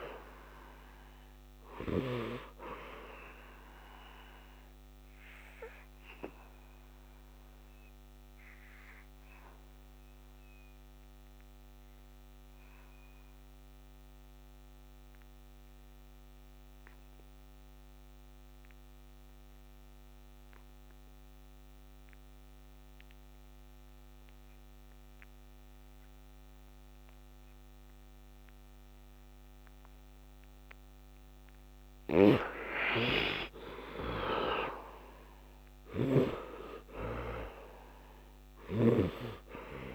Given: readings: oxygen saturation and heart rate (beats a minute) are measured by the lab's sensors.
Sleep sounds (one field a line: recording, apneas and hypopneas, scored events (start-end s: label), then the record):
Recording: breathing in sleep by a microphone on the trachea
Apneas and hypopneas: 1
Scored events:
1.50-19.50 s: oxygen desaturation (device-marked, oxygen 98% before, 82% lowest, heart rate 71 before, 63 extreme)
4.50-29.50 s: obstructive apnea (oxygen 100% before, 74% lowest, heart rate 72 before, 63 extreme, up 10 after)
28.50-39.95 s: oxygen desaturation (device-marked, oxygen 99% before, 76% lowest, heart rate 68 before, 67 extreme)
32.50-37.00 s: arousal
38.00-39.95 s: snoring (device-marked)
From the record:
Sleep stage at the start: N2 (light sleep)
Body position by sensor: on the back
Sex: male